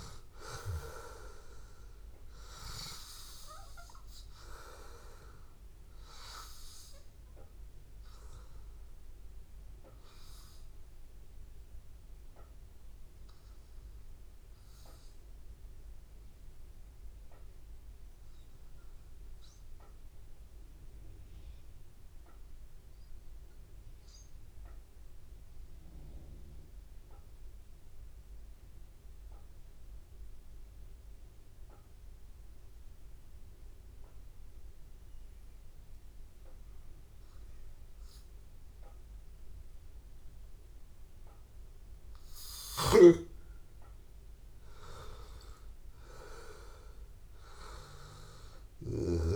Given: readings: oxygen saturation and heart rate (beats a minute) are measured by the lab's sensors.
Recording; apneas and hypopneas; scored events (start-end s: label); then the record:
breathing in sleep by a room microphone; 1
0.00-19.00 s: oxygen desaturation (device-marked, oxygen 91% lowest, heart rate 81 extreme)
10.50-41.00 s: hypopnea (oxygen 97% before, 91% lowest, heart rate 84 before, 81 extreme, up 2 after)
36.00-49.36 s: oxygen desaturation (device-marked, oxygen 99% before, 94% lowest, heart rate 82 before, 80 extreme)
43.00-46.00 s: arousal
From the record:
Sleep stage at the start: N2 (light sleep); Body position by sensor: on the back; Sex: male